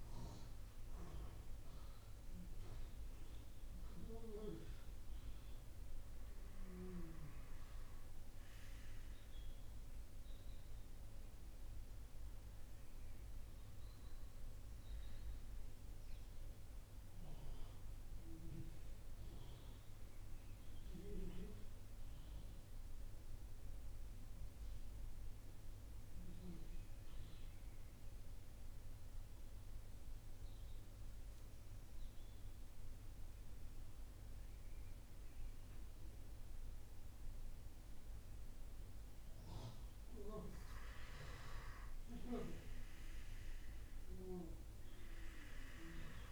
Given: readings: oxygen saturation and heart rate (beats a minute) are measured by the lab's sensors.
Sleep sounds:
breathing in sleep by a room microphone; 1
21.50-37.50 s: obstructive apnea (oxygen 97% before, 90% lowest)
28.50-46.31 s: new sleep stage, REM sleep
41.00-46.31 s: arousal
From the record:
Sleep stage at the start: N2 (light sleep); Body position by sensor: on the front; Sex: male

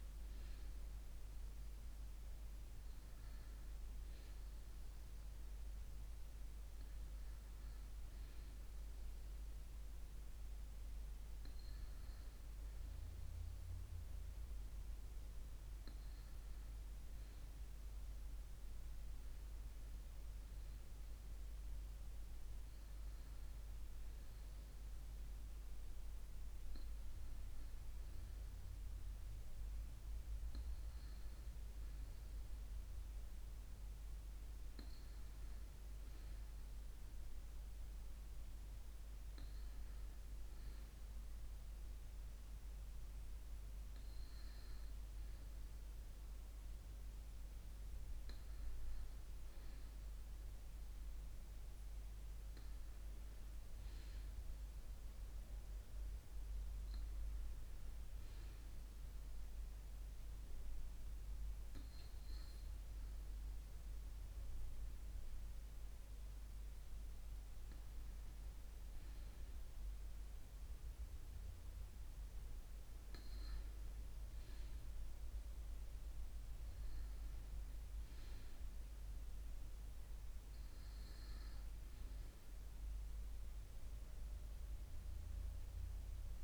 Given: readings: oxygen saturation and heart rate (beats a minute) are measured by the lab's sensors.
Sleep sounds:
breathing in sleep, hard to hear, by a room microphone; none
none scored
From the record:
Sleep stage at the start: N2 (light sleep); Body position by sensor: on the right side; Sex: female

